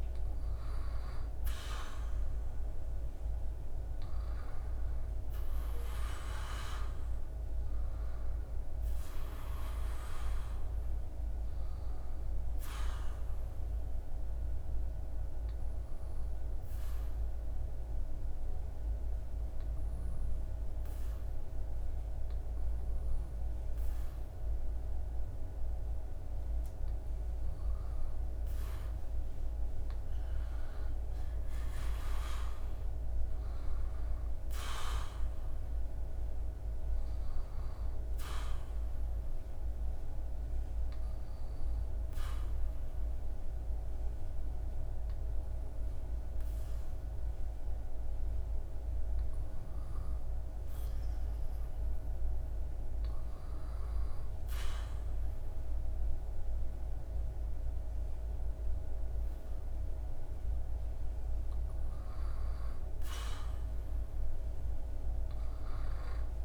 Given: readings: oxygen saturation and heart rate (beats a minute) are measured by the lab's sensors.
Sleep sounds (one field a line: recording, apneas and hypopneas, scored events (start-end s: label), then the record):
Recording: breathing in sleep, hard to hear, by a room microphone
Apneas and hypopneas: 2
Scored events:
0.00-1.00 s: arousal
0.00-16.00 s: oxygen desaturation (device-marked, oxygen 94% lowest, heart rate 75 extreme)
12.50-26.00 s: obstructive apnea (oxygen 98% before, 94% lowest, heart rate 77 before, 75 extreme, up 4 after)
29.00-32.50 s: arousal
30.00-49.00 s: oxygen desaturation (device-marked, oxygen 98% before, 94% lowest, heart rate 76 before, 74 extreme)
39.00-50.00 s: obstructive apnea (oxygen 98% before, 94% lowest, heart rate 78 before, 74 extreme, up 3 after)
From the record:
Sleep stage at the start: N2 (light sleep)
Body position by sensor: on the back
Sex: male